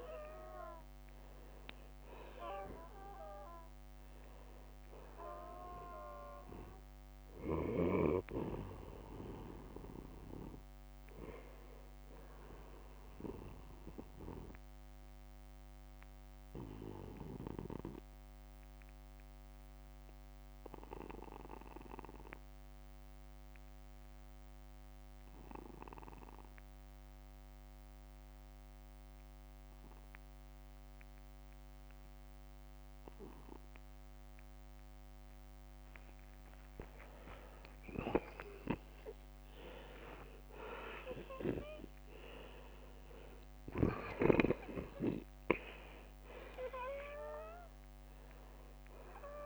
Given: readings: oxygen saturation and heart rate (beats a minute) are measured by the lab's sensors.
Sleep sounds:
breathing in sleep by a microphone on the trachea; 1
14.50-36.00 s: obstructive apnea (oxygen 95% before, 87% lowest, heart rate 61 before, 46 extreme, up 23 after)
15.50-30.50 s: oxygen desaturation (device-marked, oxygen 95% before, 87% lowest, heart rate 61 before, 46 extreme)
23.50-25.50 s: long interval between heartbeats (device-marked, heart rate 60 before, 54 extreme)
35.00-37.00 s: long interval between heartbeats (device-marked, heart rate 54 before, 58 extreme)
37.00-41.00 s: arousal
39.50-41.50 s: long interval between heartbeats (device-marked, heart rate 54 before, 59 extreme)
From the record:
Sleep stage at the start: N2 (light sleep); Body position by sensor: on the back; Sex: male

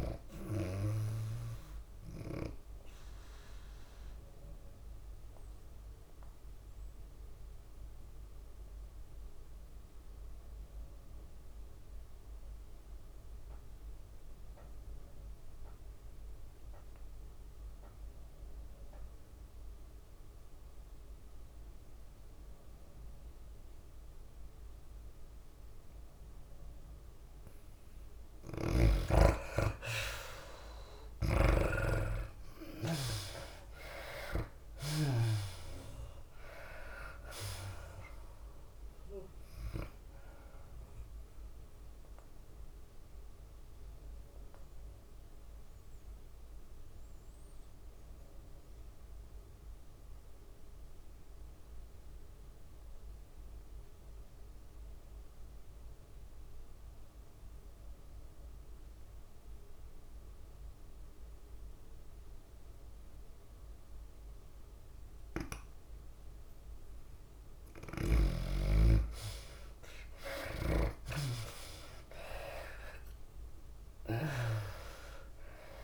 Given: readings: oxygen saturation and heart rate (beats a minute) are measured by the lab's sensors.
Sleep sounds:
breathing in sleep by a room microphone; 2
0.00-9.00 s: tachycardia (device-marked, heart rate 120 extreme)
0.00-12.00 s: drop in pulse transit time (device-marked, heart rate 101 extreme)
0.00-15.00 s: oxygen desaturation (device-marked, oxygen 83% lowest, heart rate 94 extreme)
4.00-26.00 s: obstructive apnea (oxygen 99% before, 79% lowest, heart rate 110 before, 94 extreme, up 5 after)
14.00-20.00 s: tachycardia (device-marked, heart rate 97 before, 105 extreme)
17.50-19.50 s: long interval between heartbeats (device-marked, heart rate 104 before, 105 extreme)
28.00-54.00 s: oxygen desaturation (device-marked, oxygen 98% before, 80% lowest, heart rate 100 before, 98 extreme)
31.00-50.00 s: tachycardia (device-marked, heart rate 97 before, 108 extreme)
32.50-36.00 s: arousal
35.00-50.00 s: drop in pulse transit time (device-marked, heart rate 99 before, 102 extreme)
43.00-66.50 s: mixed apnea (oxygen 98% before, 79% lowest, heart rate 100 before, 98 extreme, up 11 after)
57.00-75.84 s: tachycardia (device-marked, heart rate 97 before, 109 extreme)
66.00-75.84 s: oxygen desaturation (device-marked, oxygen 98% before, 79% lowest)
68.00-70.00 s: long interval between heartbeats (device-marked, heart rate 103 before, 107 extreme)
69.50-73.00 s: arousal
73.00-75.84 s: drop in pulse transit time (device-marked, heart rate 105 before, 102 extreme)
From the record:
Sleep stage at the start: N2 (light sleep); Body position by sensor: on the left side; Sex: female

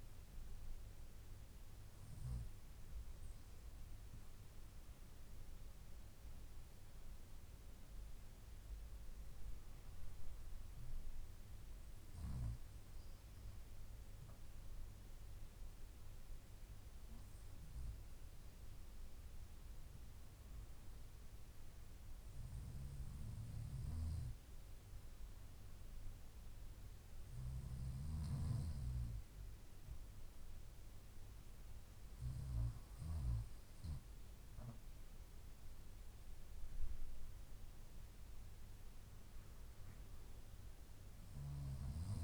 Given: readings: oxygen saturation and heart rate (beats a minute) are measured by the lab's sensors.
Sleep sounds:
breathing in sleep by a room microphone; none
none scored
From the record:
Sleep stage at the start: N2 (light sleep); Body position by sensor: on the left side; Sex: female

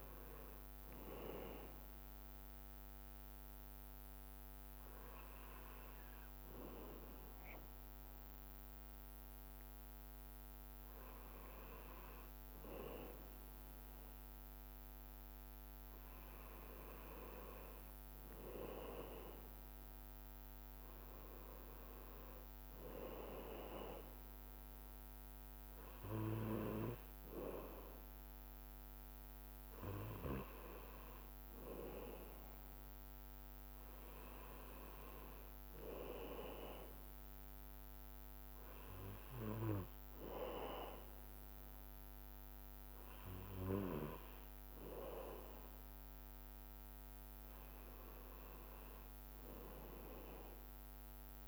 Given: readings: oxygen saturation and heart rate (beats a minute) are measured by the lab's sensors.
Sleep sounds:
breathing in sleep by a microphone on the trachea; none
none scored
From the record:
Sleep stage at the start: N2 (light sleep); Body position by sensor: on the back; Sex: male

